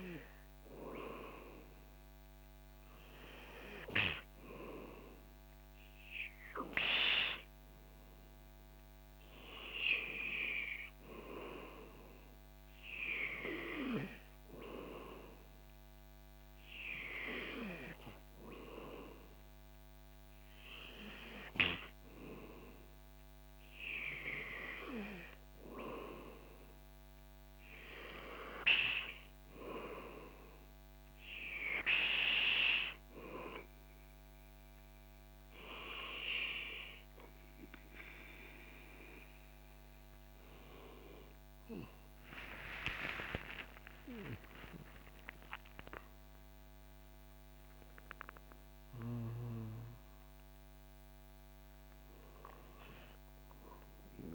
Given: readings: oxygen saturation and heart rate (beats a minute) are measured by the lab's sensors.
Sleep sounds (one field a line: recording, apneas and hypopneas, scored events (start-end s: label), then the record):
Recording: breathing in sleep by a microphone on the trachea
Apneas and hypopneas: none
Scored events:
42.00-46.00 s: arousal
From the record:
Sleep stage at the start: N2 (light sleep)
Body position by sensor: on the back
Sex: male